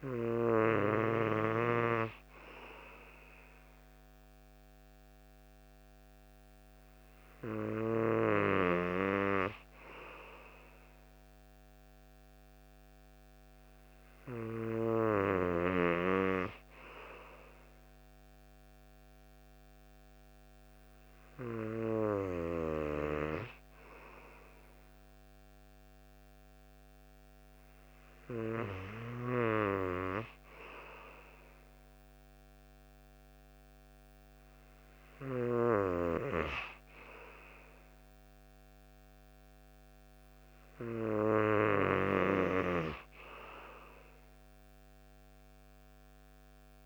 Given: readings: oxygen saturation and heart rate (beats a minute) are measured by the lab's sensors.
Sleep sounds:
breathing in sleep by a microphone on the trachea; none
none scored
From the record:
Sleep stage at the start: N3 (deep sleep); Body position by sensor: on the right side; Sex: male

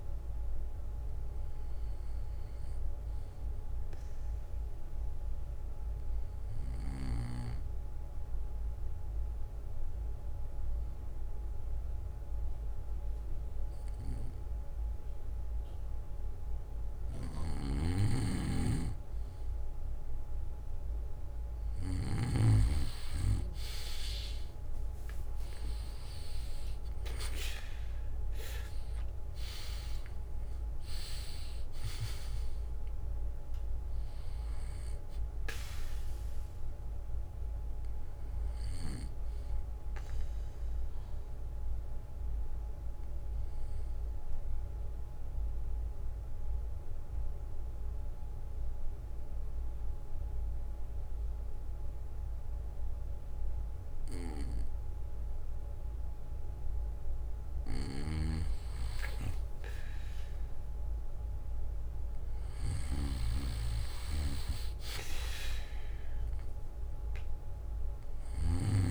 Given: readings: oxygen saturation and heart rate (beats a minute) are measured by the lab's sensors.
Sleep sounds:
breathing in sleep by a room microphone; 2
4.50-17.50 s: obstructive apnea (oxygen 96% before, 93% lowest, heart rate 63 before, 57 extreme, up 9 after)
9.50-11.50 s: bradycardia (device-marked, heart rate 63 before, 59 extreme)
17.00-22.00 s: snoring (device-marked)
28.00-32.00 s: arousal
41.50-50.50 s: bradycardia (device-marked, heart rate 63 before, 54 extreme)
41.50-57.50 s: obstructive apnea (oxygen 96% before, 93% lowest, heart rate 66 before, 54 extreme, up 16 after)
59.00-63.50 s: arousal
62.50-68.91 s: snoring (device-marked)
From the record:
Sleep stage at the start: N2 (light sleep); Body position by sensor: on the back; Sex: male

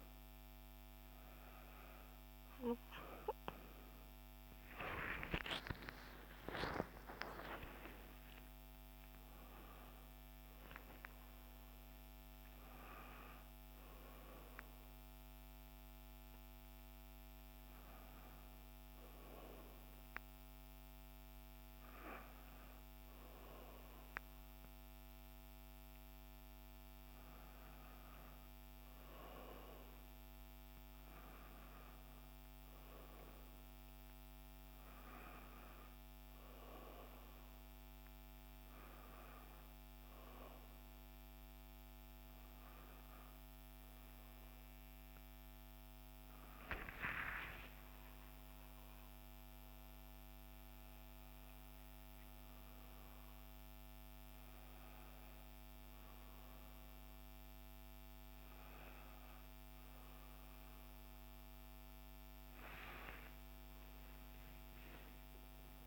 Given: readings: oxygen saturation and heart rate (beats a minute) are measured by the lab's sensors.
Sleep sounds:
a person awake in a sleep study, by a microphone on the trachea; none
none scored
From the record:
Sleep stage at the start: awake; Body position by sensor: on the back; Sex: female

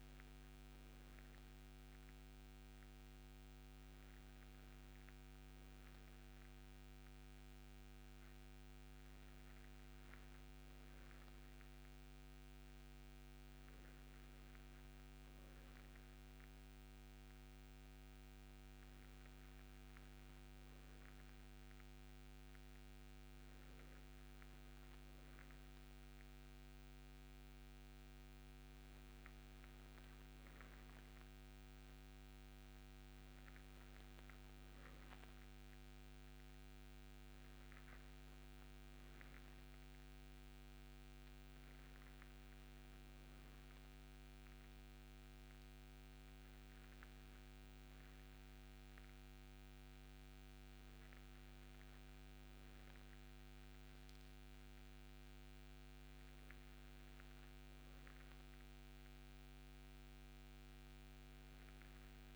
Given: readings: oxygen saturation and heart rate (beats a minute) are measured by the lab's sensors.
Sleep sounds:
breathing in sleep, hard to hear, by a microphone on the trachea; none
none scored
From the record:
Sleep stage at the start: N2 (light sleep); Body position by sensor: on the right side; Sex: male

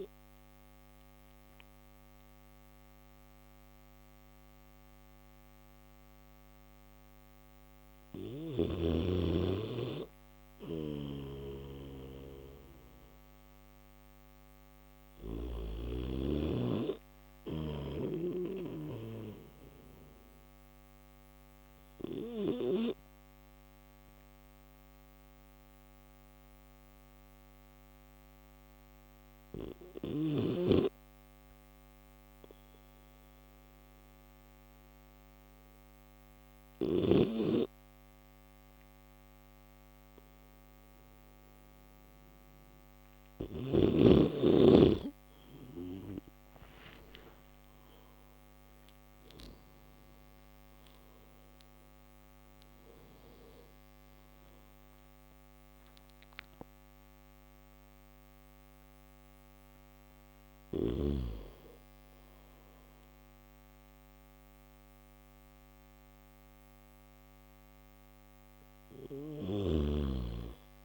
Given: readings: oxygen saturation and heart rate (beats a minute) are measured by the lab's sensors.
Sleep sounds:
breathing in sleep by a microphone on the trachea; none
0.00-10.50 s: oxygen desaturation (device-marked, oxygen 95% lowest)
9.50-14.50 s: snoring (device-marked)
64.50-70.85 s: new sleep stage, N1 (lightest sleep)
From the record:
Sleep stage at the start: N3 (deep sleep); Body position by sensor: on the back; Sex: male

